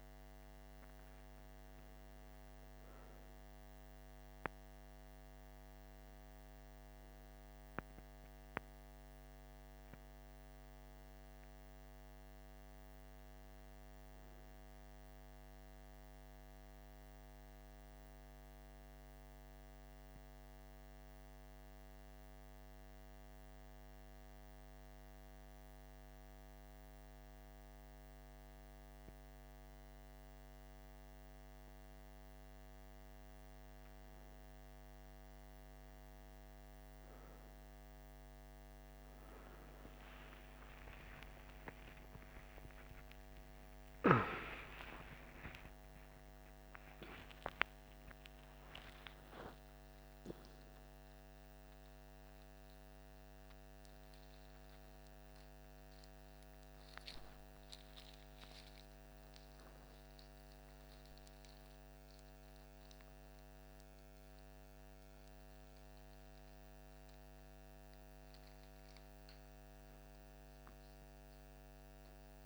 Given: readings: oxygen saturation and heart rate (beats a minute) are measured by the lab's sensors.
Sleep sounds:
a person partly awake in a sleep study, hard to hear, by a microphone on the trachea; 1
18.00-33.00 s: hypopnea (oxygen 97% before, 93% lowest, heart rate 65 before, 54 extreme, up 9 after)
36.50-72.46 s: new sleep stage, awake
From the record:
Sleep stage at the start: N2 (light sleep); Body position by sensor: on the back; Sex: male

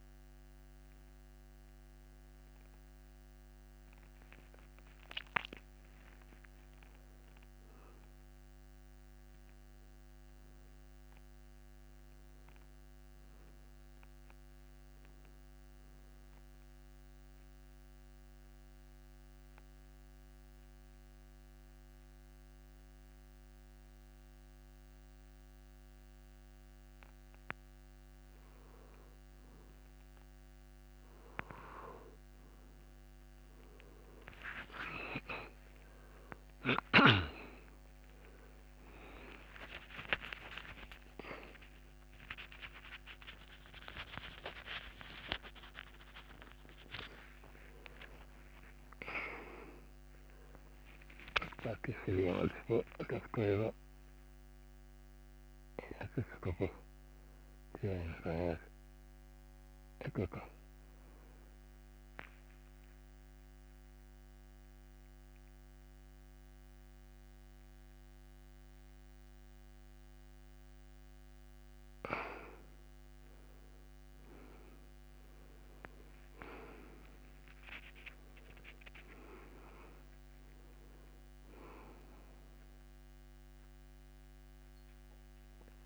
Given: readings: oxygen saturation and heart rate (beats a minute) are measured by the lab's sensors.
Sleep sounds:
breathing in sleep by a microphone on the trachea; 2
7.50-11.00 s: arousal
17.50-29.50 s: mixed apnea (oxygen 97% before, 92% lowest)
35.50-40.00 s: arousal
36.50-61.50 s: oxygen desaturation (device-marked, oxygen 95% before, 92% lowest)
62.50-72.50 s: central apnea (oxygen 95% before, 95% lowest)
83.50-85.85 s: new sleep stage, awake
From the record:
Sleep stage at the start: N2 (light sleep); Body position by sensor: on the back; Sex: male

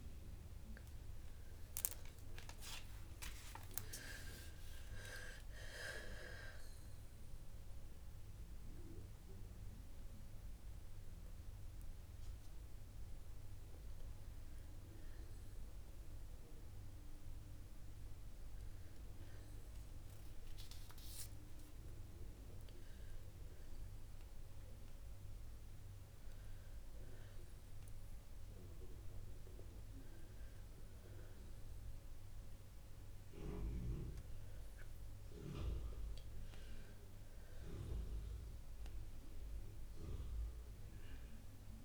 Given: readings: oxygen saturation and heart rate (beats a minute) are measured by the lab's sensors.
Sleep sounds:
a person awake in a sleep study, by a room microphone; none
none scored
From the record:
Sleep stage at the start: awake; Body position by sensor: on the back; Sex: female

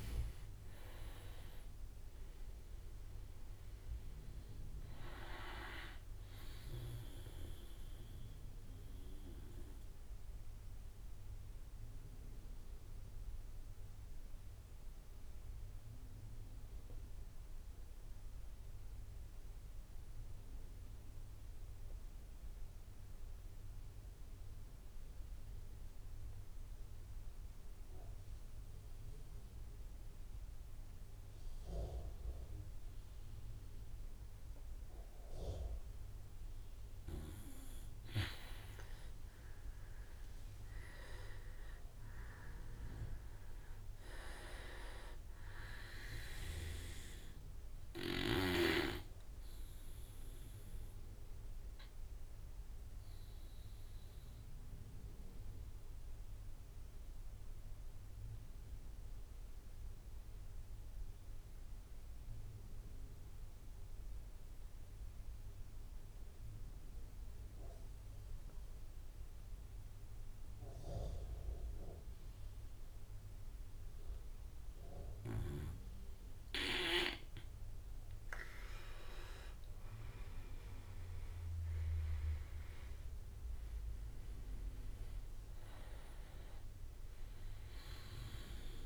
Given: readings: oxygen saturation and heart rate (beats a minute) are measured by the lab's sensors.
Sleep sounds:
breathing in sleep by a room microphone; 2
0.00-1.00 s: arousal
0.00-11.00 s: tachycardia (device-marked, heart rate 119 extreme)
0.00-12.00 s: oxygen desaturation (device-marked, oxygen 87% lowest)
8.00-35.50 s: mixed apnea (oxygen 98% before, 87% lowest)
33.00-60.00 s: oxygen desaturation (device-marked, oxygen 100% before, 89% lowest)
38.00-41.50 s: arousal
50.00-74.50 s: obstructive apnea (oxygen 100% before, 86% lowest)
71.00-88.86 s: oxygen desaturation (device-marked, oxygen 99% before, 87% lowest)
77.50-80.50 s: arousal
From the record:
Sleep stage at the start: N2 (light sleep); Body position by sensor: on the right side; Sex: male

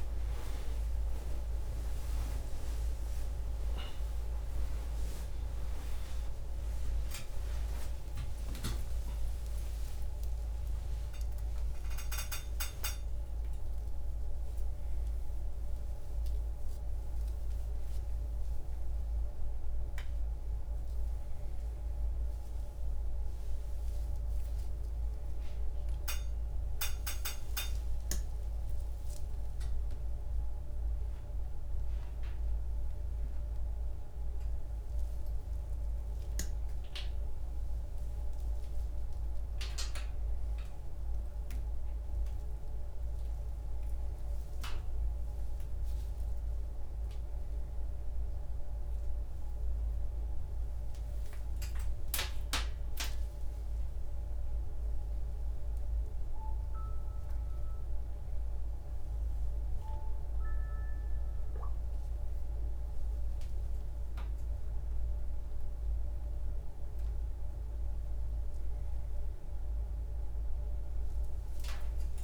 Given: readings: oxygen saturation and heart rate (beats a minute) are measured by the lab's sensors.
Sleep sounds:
a person awake in a sleep study, by a room microphone; none
27.50-36.50 s: oxygen desaturation (device-marked, oxygen 93% before, 90% lowest, heart rate 122 before, 42 extreme)
From the record:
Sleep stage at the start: awake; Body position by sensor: upright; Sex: male

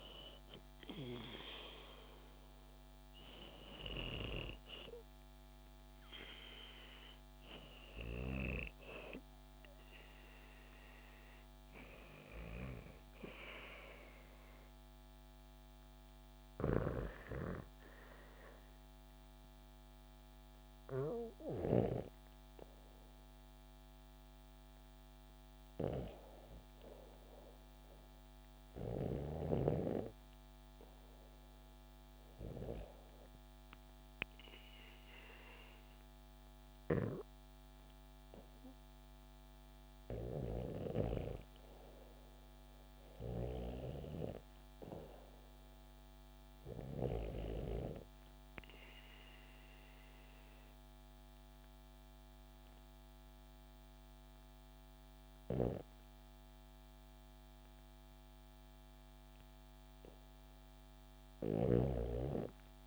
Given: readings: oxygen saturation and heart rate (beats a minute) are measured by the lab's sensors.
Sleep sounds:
breathing in sleep by a microphone on the trachea; 1
43.50-49.50 s: bradycardia (device-marked, heart rate 70 before, 57 extreme)
48.00-58.50 s: obstructive apnea (oxygen 98% before, 93% lowest, heart rate 67 before, 63 extreme, up 9 after)
54.50-61.00 s: snoring (device-marked)
60.50-62.87 s: arousal
From the record:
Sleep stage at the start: REM sleep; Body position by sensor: on the back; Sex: female

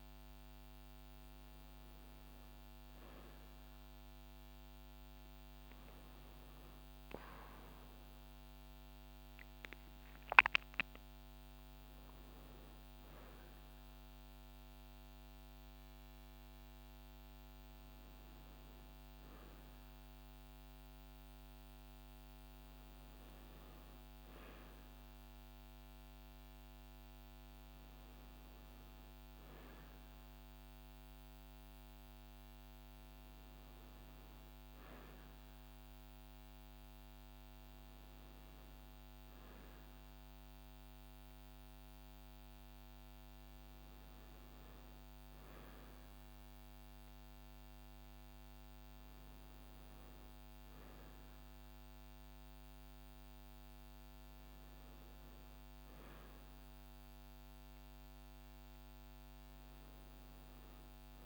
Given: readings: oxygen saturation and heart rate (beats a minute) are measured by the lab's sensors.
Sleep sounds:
a person awake in a sleep study, hard to hear, by a microphone on the trachea; none
none scored
From the record:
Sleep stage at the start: awake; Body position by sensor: on the back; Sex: female

